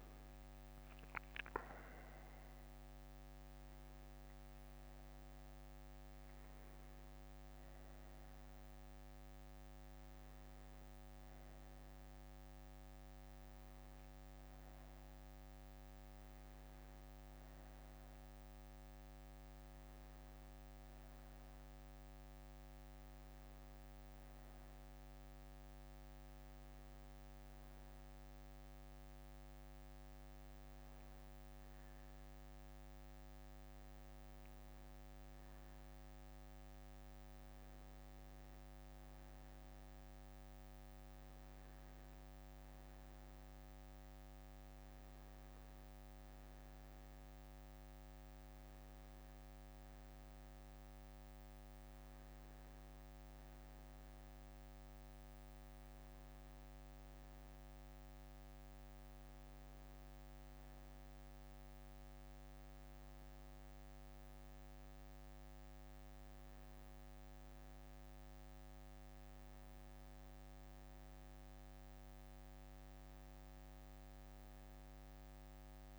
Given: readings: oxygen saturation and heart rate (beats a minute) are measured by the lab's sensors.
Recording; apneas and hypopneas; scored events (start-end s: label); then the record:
breathing in sleep, hard to hear, by a microphone on the trachea; none
22.00-29.00 s: bradycardia (device-marked, heart rate 63 before, 57 extreme)
30.00-33.00 s: bradycardia (device-marked, heart rate 63 before, 55 extreme)
38.50-43.00 s: arousal
71.00-75.99 s: bradycardia (device-marked, heart rate 63 before, 59 extreme)
From the record:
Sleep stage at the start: N1 (lightest sleep); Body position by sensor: on the back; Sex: male